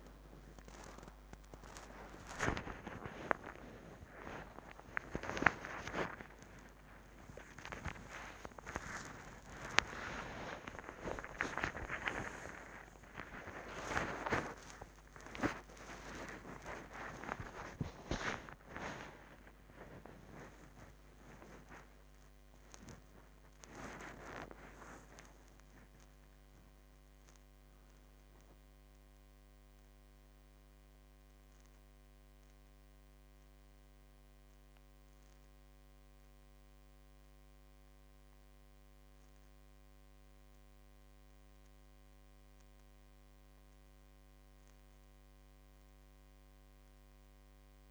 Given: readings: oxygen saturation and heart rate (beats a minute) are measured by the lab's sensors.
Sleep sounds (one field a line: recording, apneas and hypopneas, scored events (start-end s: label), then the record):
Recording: a person awake in a sleep study, by a microphone on the trachea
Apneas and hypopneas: none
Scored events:
29.00-36.00 s: oxygen desaturation (device-marked, oxygen 100% before, 92% lowest, heart rate 129 before, 55 extreme)
29.00-47.91 s: new sleep stage, N1 (lightest sleep)
From the record:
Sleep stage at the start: awake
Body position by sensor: on the left side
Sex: male